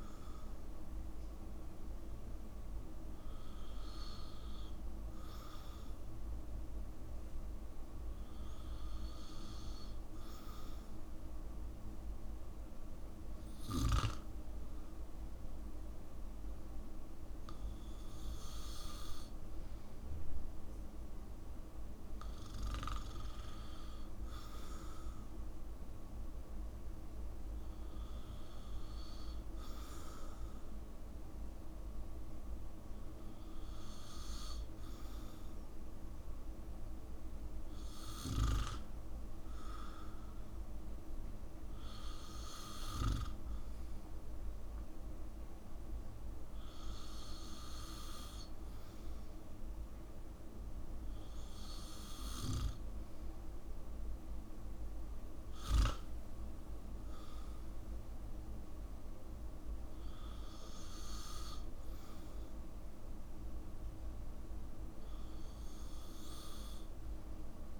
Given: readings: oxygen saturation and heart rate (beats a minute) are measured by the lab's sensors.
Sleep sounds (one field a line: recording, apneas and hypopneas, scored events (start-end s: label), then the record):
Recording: breathing in sleep, hard to hear, by a room microphone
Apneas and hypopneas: none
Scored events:
none scored
From the record:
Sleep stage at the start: N2 (light sleep)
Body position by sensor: on the back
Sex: male